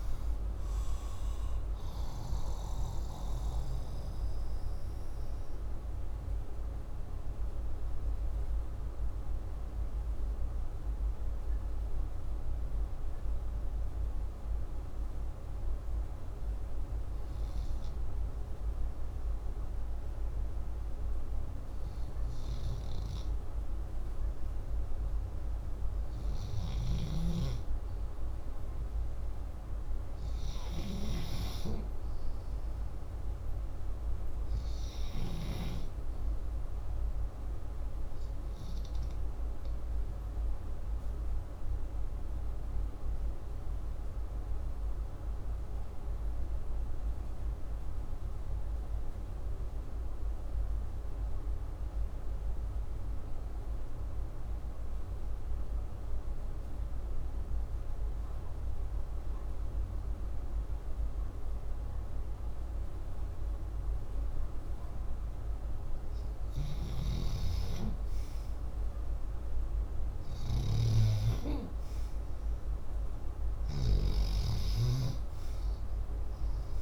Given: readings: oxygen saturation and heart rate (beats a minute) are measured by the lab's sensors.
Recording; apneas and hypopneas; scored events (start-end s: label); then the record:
breathing in sleep by a room microphone; 2
4.00-23.50 s: mixed apnea (oxygen 90% before, 87% lowest, heart rate 163 before, 98 extreme, up 16 after)
26.00-31.00 s: arousal
38.00-64.00 s: obstructive apnea (oxygen 92% before, 90% lowest, heart rate 134 before, 66 extreme)
66.50-70.50 s: arousal
70.00-73.50 s: snoring (device-marked)
From the record:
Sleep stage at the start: REM sleep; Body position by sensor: upright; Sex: male